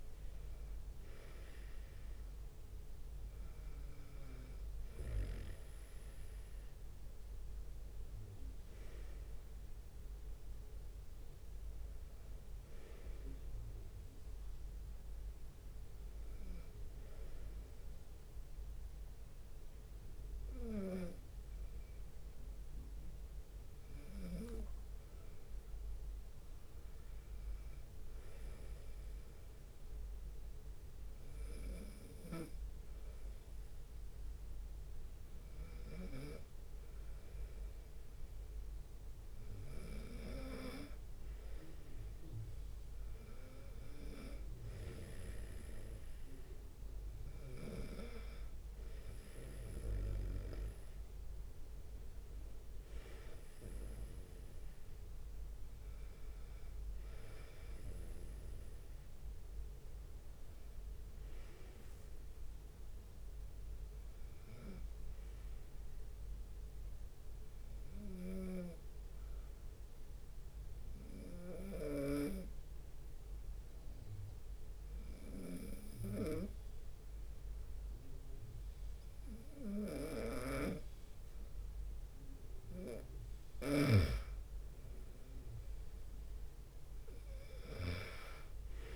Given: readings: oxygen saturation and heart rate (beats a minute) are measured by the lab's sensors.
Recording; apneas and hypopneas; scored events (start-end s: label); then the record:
breathing in sleep by a room microphone; 2
4.50-5.50 s: leg movement (device-marked)
15.50-20.00 s: arousal
23.50-38.50 s: hypopnea (oxygen 96% before, 94% lowest, heart rate 71 before, 71 extreme, up 2 after)
41.50-45.50 s: arousal
52.00-56.00 s: leg movement (device-marked)
68.50-88.96 s: snoring (device-marked)
70.00-83.00 s: obstructive apnea (oxygen 96% before, 93% lowest, heart rate 74 before, 72 extreme, up 3 after)
85.00-88.96 s: arousal
From the record:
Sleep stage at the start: N2 (light sleep); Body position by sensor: on the right side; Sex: male